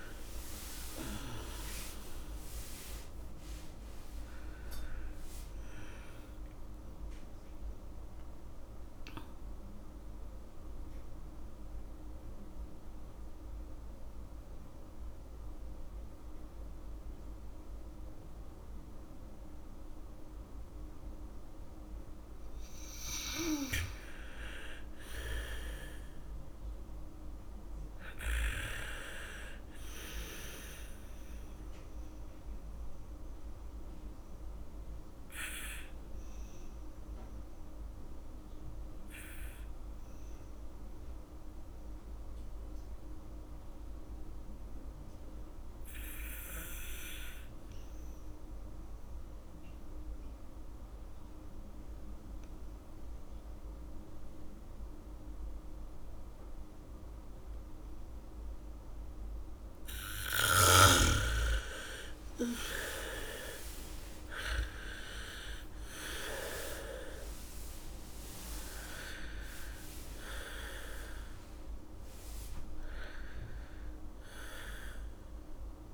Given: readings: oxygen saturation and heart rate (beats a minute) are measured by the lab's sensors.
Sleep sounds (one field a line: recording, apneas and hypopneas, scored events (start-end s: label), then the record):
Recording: breathing in sleep by a room microphone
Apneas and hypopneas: 2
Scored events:
0.00-3.50 s: oxygen desaturation (device-marked, oxygen 79% lowest, heart rate 66 extreme)
5.50-9.00 s: arousal
10.50-22.00 s: central apnea (oxygen 100% before, 79% lowest, heart rate 89 before, 66 extreme, up 10 after)
24.00-28.00 s: arousal
24.50-38.50 s: oxygen desaturation (device-marked, oxygen 99% before, 89% lowest, heart rate 79 before, 68 extreme)
34.00-60.00 s: obstructive apnea (oxygen 100% before, 79% lowest, heart rate 75 before, 56 extreme)
48.50-75.94 s: oxygen desaturation (device-marked, oxygen 98% before, 79% lowest, heart rate 79 before, 56 extreme)
59.50-62.50 s: bradycardia (device-marked, heart rate 72 before, 68 extreme)
62.00-67.50 s: arousal
From the record:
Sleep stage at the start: N2 (light sleep)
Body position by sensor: on the back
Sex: female